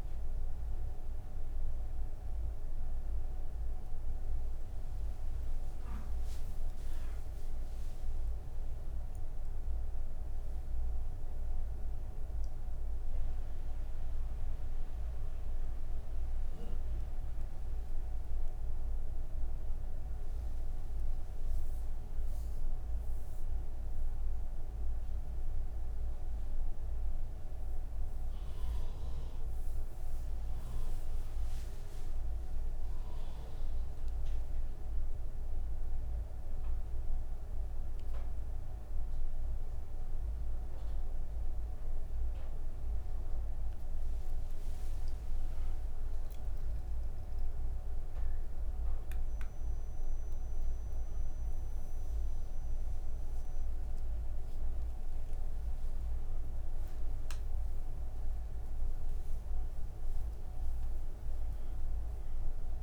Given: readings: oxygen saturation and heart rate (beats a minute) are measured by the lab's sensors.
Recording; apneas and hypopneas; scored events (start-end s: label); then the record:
breathing in sleep, hard to hear, by a room microphone; none
none scored
From the record:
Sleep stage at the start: N1 (lightest sleep); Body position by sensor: on the right side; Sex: female